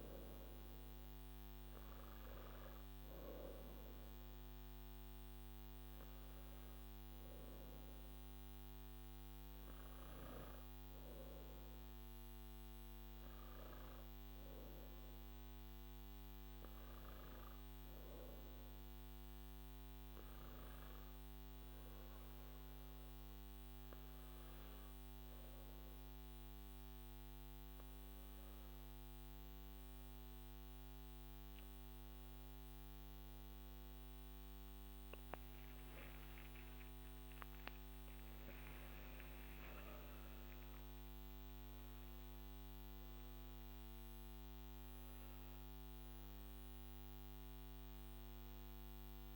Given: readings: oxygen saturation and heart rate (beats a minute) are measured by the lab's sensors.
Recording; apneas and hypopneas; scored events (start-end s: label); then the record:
breathing in sleep, hard to hear, by a microphone on the trachea; none
none scored
From the record:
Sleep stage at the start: N3 (deep sleep); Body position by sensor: on the back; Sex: male